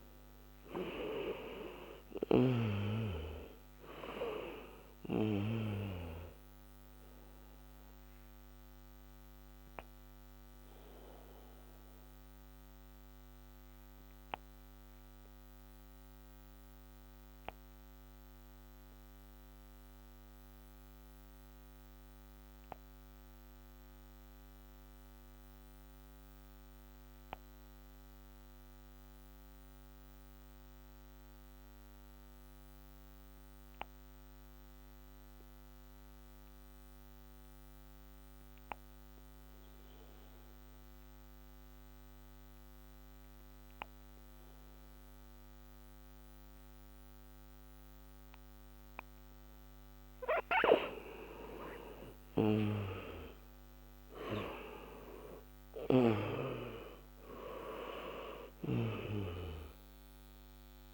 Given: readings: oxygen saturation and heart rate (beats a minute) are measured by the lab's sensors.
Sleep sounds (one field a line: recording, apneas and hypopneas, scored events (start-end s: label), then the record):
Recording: breathing in sleep by a microphone on the trachea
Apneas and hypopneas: 1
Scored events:
0.00-3.50 s: arousal
0.00-31.00 s: oxygen desaturation (device-marked, oxygen 87% lowest, heart rate 54 extreme)
8.50-49.50 s: obstructive apnea (oxygen 98% before, 87% lowest, heart rate 71 before, 54 extreme, up 20 after)
52.00-57.00 s: arousal
From the record:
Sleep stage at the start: N2 (light sleep)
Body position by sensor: on the back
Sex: male